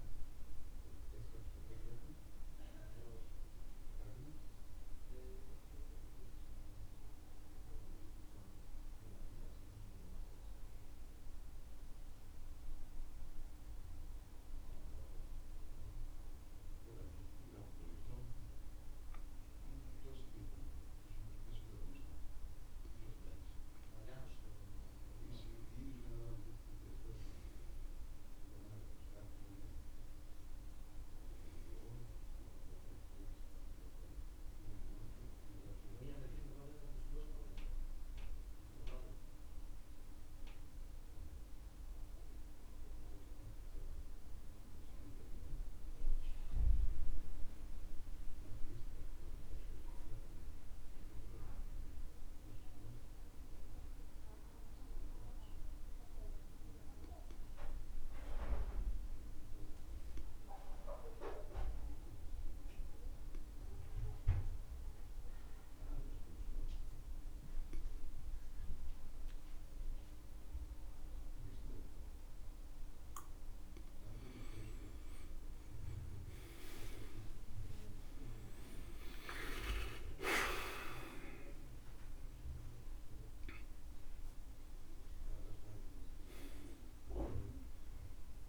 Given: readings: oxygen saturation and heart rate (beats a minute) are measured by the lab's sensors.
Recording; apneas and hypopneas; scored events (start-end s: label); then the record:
breathing in sleep by a room microphone; 2
0.00-1.00 s: oxygen desaturation (device-marked, oxygen 86% lowest, heart rate 61 extreme)
9.50-25.00 s: mixed apnea (oxygen 99% before, 92% lowest, heart rate 65 before, 61 extreme, up 10 after)
27.00-31.50 s: arousal
32.00-60.00 s: oxygen desaturation (device-marked, oxygen 97% before, 92% lowest, heart rate 64 before, 62 extreme)
43.50-73.00 s: obstructive apnea (oxygen 98% before, 86% lowest, heart rate 68 before, 62 extreme, up 14 after)
73.00-88.49 s: oxygen desaturation (device-marked, oxygen 97% before, 86% lowest, heart rate 64 before, 62 extreme)
75.50-79.50 s: arousal
From the record:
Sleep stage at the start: N2 (light sleep); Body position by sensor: on the back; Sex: male